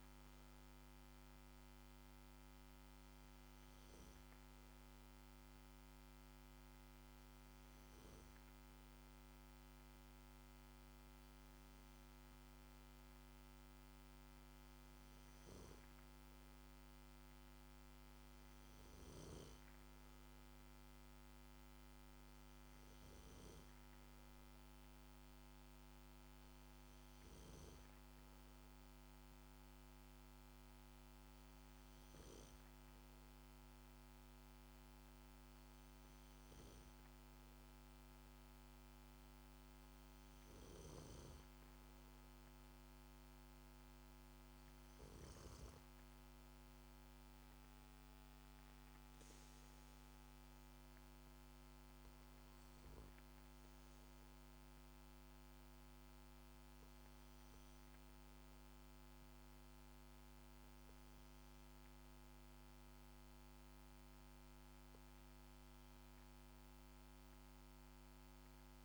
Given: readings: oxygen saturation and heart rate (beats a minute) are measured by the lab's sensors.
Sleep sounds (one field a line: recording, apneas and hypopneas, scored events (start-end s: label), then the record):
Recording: breathing in sleep, hard to hear, by a microphone on the trachea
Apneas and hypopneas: none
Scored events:
none scored
From the record:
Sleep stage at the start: N2 (light sleep)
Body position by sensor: on the back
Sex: male